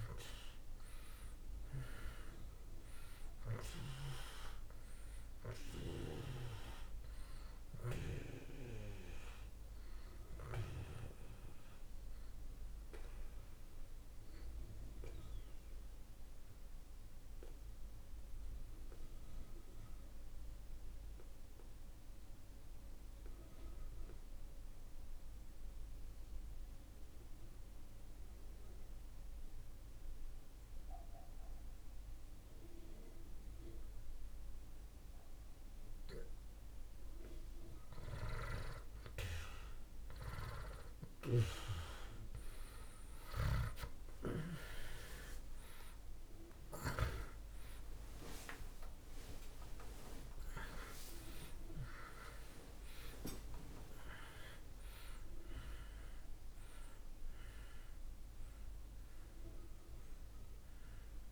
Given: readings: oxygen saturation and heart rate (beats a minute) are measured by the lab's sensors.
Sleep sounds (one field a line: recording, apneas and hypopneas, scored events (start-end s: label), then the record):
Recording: breathing in sleep by a room microphone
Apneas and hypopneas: 1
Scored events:
0.00-30.00 s: oxygen desaturation (device-marked, oxygen 78% lowest)
13.50-37.00 s: obstructive apnea (oxygen 97% before, 77% lowest)
40.00-59.00 s: oxygen desaturation (device-marked, oxygen 96% before, 89% lowest)
44.50-50.00 s: arousal
From the record:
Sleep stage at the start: N2 (light sleep)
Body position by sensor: on the back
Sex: male